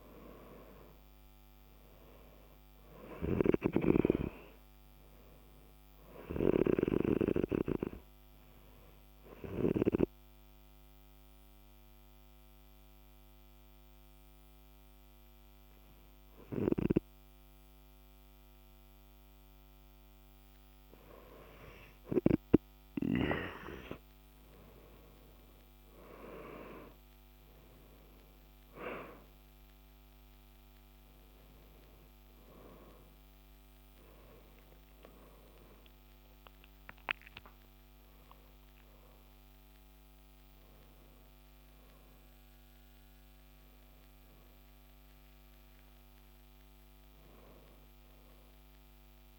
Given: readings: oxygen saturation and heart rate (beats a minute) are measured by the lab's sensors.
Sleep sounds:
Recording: breathing in sleep by a microphone on the trachea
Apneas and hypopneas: 1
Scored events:
10.50-20.50 s: mixed apnea (oxygen 98% before, 95% lowest, heart rate 59 before, 52 extreme, up 12 after)
37.50-49.39 s: new sleep stage, awake
From the record:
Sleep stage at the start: N2 (light sleep)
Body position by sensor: on the back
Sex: male

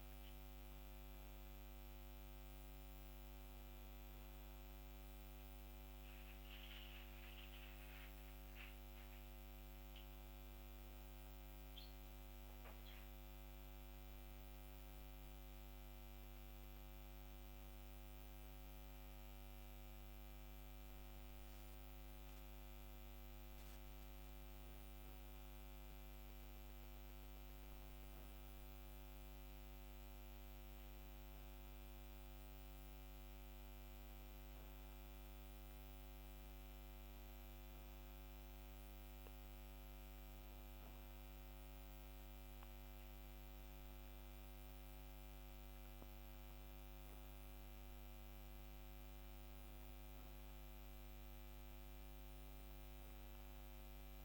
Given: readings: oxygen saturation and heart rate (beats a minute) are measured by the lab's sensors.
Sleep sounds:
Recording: breathing in sleep, hard to hear, by a microphone on the trachea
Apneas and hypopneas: none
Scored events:
none scored
From the record:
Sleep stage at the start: N2 (light sleep)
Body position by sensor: on the back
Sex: female

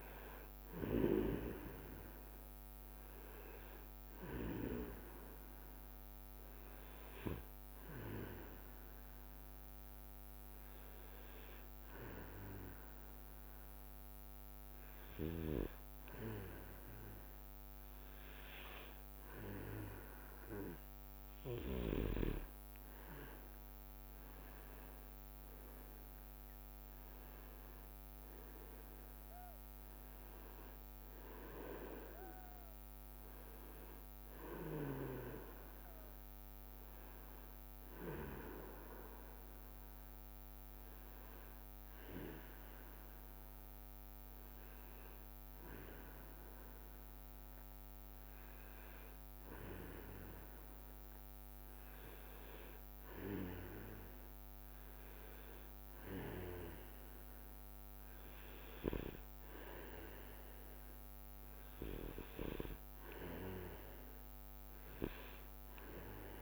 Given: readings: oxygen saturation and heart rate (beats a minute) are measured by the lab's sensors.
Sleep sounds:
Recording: breathing in sleep by a microphone on the trachea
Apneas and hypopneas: 1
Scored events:
7.50-20.50 s: hypopnea (oxygen 99% before, 95% lowest, heart rate 67 before, 63 extreme, up 4 after)
22.50-27.00 s: arousal
23.50-30.00 s: leg movement (device-marked)
From the record:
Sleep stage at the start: N2 (light sleep)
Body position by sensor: on the back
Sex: male

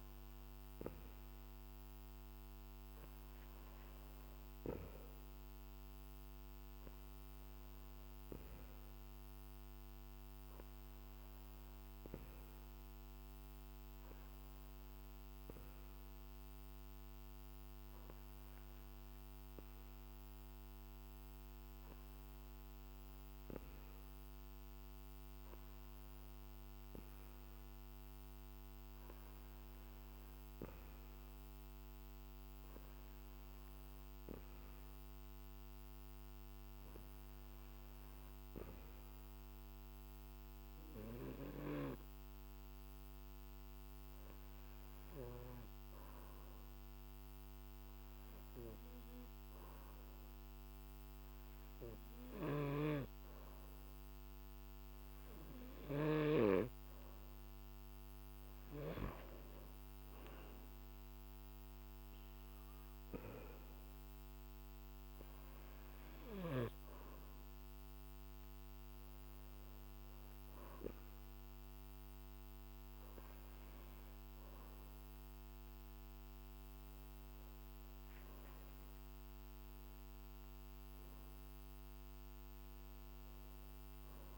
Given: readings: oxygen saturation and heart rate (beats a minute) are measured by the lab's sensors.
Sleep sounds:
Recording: breathing in sleep by a microphone on the trachea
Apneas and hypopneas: 1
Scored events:
38.00-56.50 s: hypopnea (oxygen 95% before, 93% lowest, heart rate 50 before, 49 extreme, up 11 after)
58.50-62.50 s: arousal
From the record:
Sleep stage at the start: N2 (light sleep)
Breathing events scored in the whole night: 163 in 6.0 hours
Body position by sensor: on the back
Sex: male

